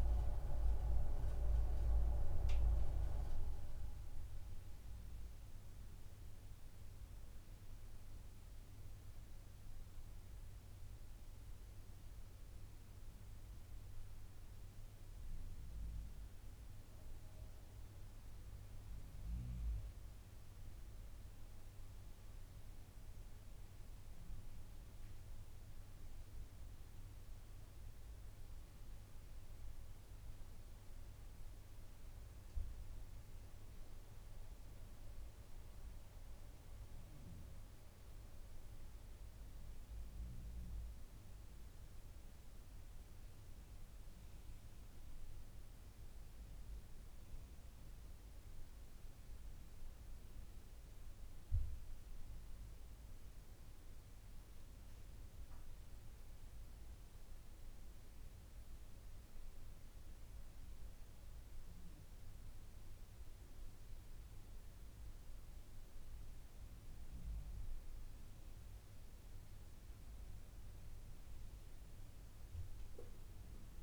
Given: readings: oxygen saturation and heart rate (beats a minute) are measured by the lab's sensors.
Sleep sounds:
a person awake in a sleep study, hard to hear, by a room microphone; none
22.50-73.83 s: new sleep stage, awake
From the record:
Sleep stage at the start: N1 (lightest sleep); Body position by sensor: on the back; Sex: male

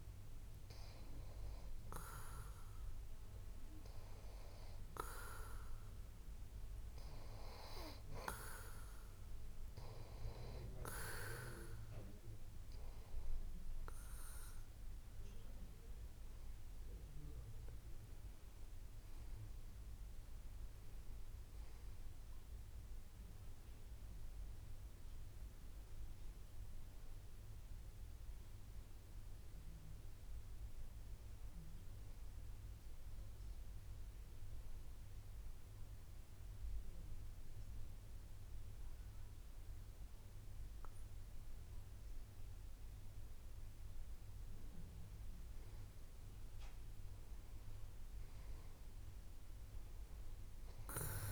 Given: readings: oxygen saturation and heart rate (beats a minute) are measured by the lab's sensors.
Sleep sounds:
breathing in sleep by a room microphone; 1
20.00-24.50 s: arousal
34.00-44.00 s: hypopnea (oxygen 92% before, 91% lowest)
47.00-51.32 s: arousal
From the record:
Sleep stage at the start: N2 (light sleep); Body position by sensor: on the back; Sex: male

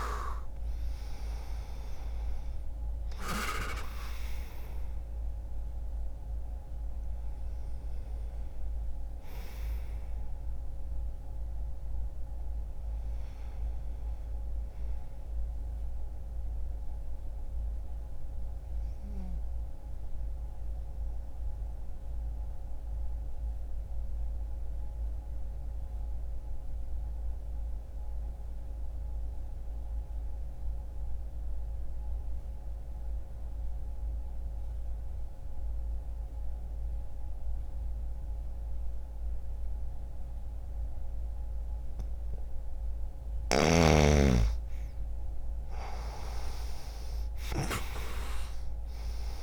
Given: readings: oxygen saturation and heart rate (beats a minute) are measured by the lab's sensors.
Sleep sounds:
breathing in sleep by a room microphone; 1
0.00-13.00 s: oxygen desaturation (device-marked, oxygen 91% lowest, heart rate 60 extreme)
16.50-41.50 s: obstructive apnea (oxygen 96% before, 88% lowest, heart rate 62 before, 60 extreme, up 3 after)
18.00-36.00 s: oxygen desaturation (device-marked, oxygen 92% before, 89% lowest, heart rate 61 before, 60 extreme)
43.00-47.00 s: arousal
48.00-49.43 s: oxygen desaturation (device-marked, oxygen 99% before, 93% lowest, heart rate 61 before, 61 extreme)
From the record:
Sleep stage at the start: N2 (light sleep); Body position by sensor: on the back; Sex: male

